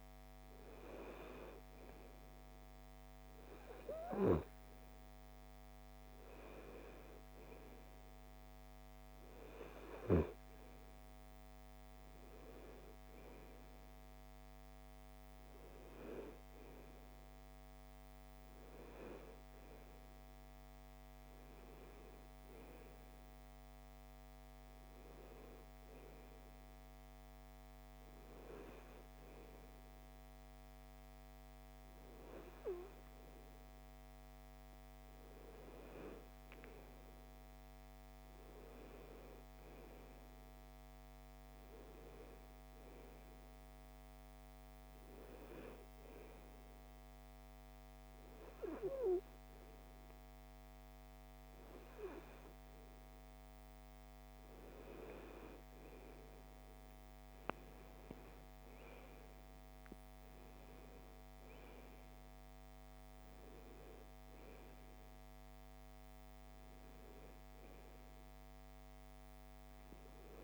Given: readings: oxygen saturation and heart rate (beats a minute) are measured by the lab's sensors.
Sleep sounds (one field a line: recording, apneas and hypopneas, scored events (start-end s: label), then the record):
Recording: breathing in sleep by a microphone on the trachea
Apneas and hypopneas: none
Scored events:
66.50-70.44 s: oxygen desaturation (device-marked, oxygen 95% before, 92% lowest, heart rate 182 before, 48 extreme)
From the record:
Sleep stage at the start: N2 (light sleep)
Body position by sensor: on the right side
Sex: female